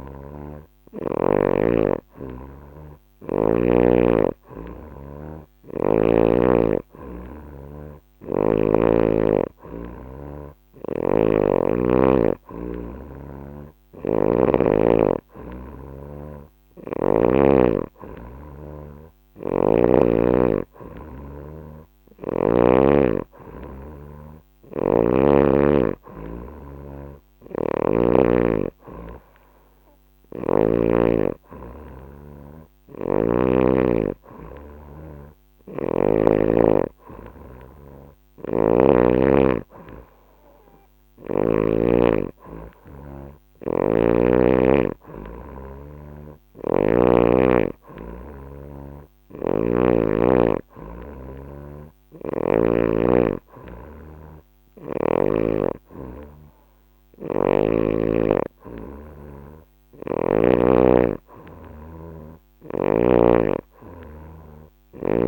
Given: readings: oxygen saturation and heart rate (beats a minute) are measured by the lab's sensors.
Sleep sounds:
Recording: breathing in sleep by a microphone on the trachea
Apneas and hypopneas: none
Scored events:
none scored
From the record:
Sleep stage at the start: N3 (deep sleep)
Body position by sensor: on the back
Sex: female

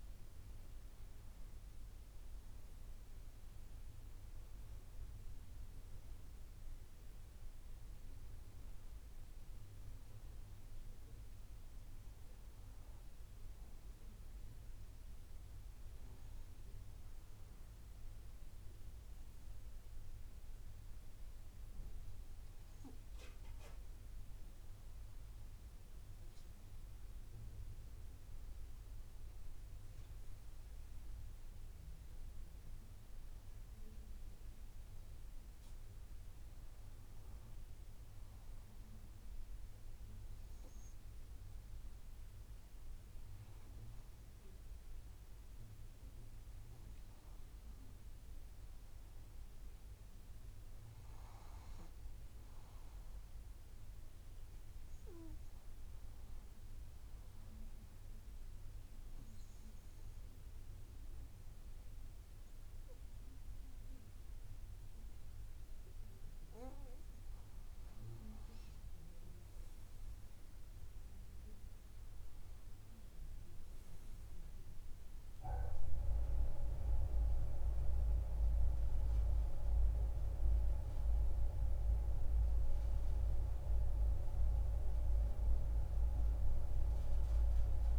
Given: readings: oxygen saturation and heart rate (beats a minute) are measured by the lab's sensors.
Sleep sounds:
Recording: breathing in sleep by a room microphone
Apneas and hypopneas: 2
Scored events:
13.50-25.00 s: obstructive apnea (oxygen 95% before, 92% lowest)
26.00-29.50 s: arousal
56.50-67.50 s: obstructive apnea (oxygen 96% before, 92% lowest)
68.50-71.00 s: arousal
From the record:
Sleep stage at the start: N2 (light sleep)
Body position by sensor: on the back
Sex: female

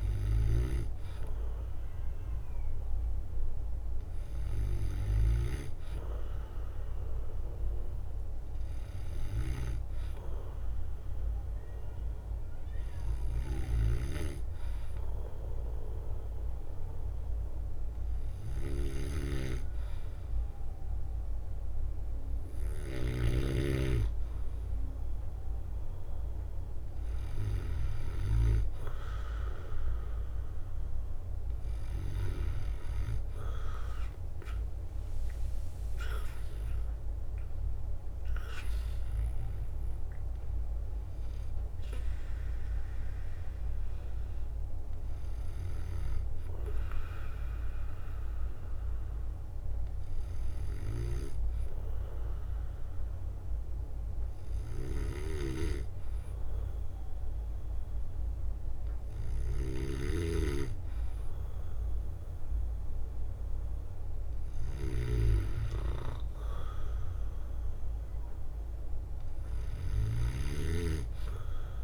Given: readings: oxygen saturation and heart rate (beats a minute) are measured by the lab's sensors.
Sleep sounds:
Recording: breathing in sleep by a room microphone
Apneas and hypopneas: 1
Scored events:
13.50-23.50 s: snoring (device-marked)
34.50-36.50 s: leg movement (device-marked)
36.00-41.00 s: arousal
44.50-50.00 s: leg movement (device-marked)
51.00-62.00 s: hypopnea (oxygen 96% before, 94% lowest, heart rate 66 before, 59 extreme, up 2 after)
53.00-57.00 s: leg movement (device-marked)
55.00-70.50 s: snoring (device-marked)
59.50-65.00 s: leg movement (device-marked)
68.00-71.84 s: arousal
68.00-71.84 s: leg movement (device-marked)
From the record:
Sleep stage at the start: N2 (light sleep)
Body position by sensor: on the back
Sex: male

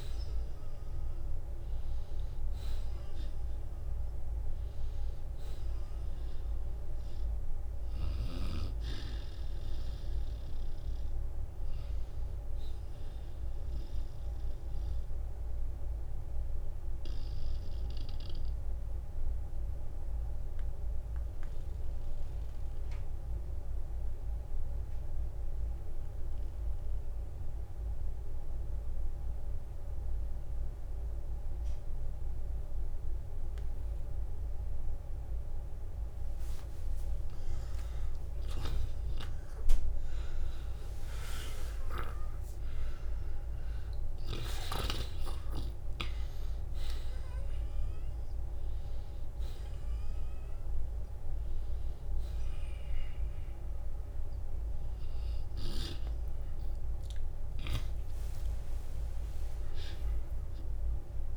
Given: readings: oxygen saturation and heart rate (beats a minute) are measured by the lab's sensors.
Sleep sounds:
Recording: breathing in sleep by a room microphone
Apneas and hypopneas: 1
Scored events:
15.00-36.50 s: obstructive apnea (oxygen 95% before, 87% lowest, heart rate 61 before, 46 extreme, up 23 after)
16.00-31.00 s: oxygen desaturation (device-marked, oxygen 95% before, 87% lowest, heart rate 61 before, 46 extreme)
24.00-26.00 s: long interval between heartbeats (device-marked, heart rate 60 before, 54 extreme)
35.50-37.50 s: long interval between heartbeats (device-marked, heart rate 54 before, 58 extreme)
37.50-41.50 s: arousal
40.00-42.00 s: long interval between heartbeats (device-marked, heart rate 54 before, 59 extreme)
59.50-61.37 s: arousal
From the record:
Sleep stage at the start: N2 (light sleep)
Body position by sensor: on the back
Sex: male

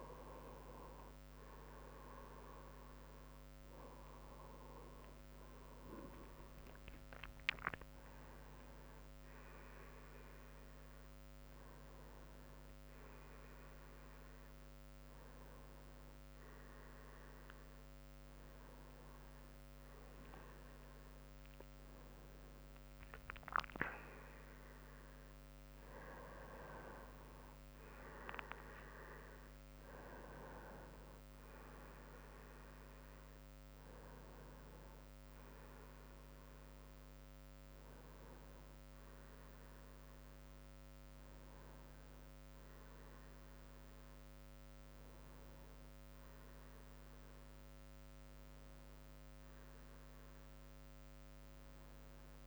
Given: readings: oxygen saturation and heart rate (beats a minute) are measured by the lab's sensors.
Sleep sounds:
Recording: a person awake in a sleep study, by a microphone on the trachea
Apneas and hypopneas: none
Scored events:
0.00-7.50 s: drop in pulse transit time (device-marked, heart rate 87 extreme)
0.00-12.50 s: oxygen desaturation (device-marked, oxygen 93% lowest, heart rate 77 extreme)
24.50-31.50 s: tachycardia (device-marked, heart rate 70 before, 137 extreme)
26.00-31.50 s: leg movement (device-marked)
28.00-30.00 s: long interval between heartbeats (device-marked, heart rate 80 before, 115 extreme)
30.00-32.00 s: long interval between heartbeats (device-marked, heart rate 83 before, 137 extreme)
46.50-52.47 s: new sleep stage, N1 (lightest sleep)
From the record:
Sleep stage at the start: awake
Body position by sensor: on the right side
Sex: male

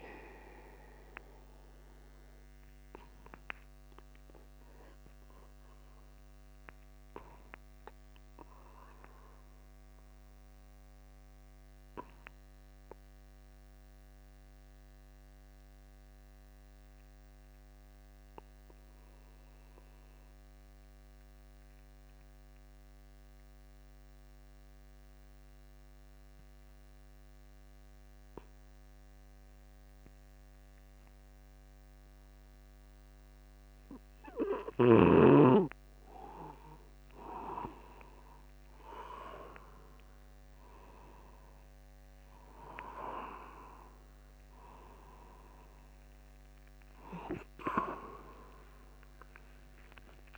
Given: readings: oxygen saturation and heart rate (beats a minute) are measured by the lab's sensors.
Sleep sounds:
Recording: breathing in sleep by a microphone on the trachea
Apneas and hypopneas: 1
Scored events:
2.50-18.50 s: oxygen desaturation (device-marked, oxygen 95% before, 92% lowest, heart rate 50 before, 49 extreme)
8.00-35.00 s: obstructive apnea (oxygen 96% before, 92% lowest, heart rate 50 before, 49 extreme, up 1 after)
45.00-50.38 s: arousal
From the record:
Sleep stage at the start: N2 (light sleep)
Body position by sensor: upright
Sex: male

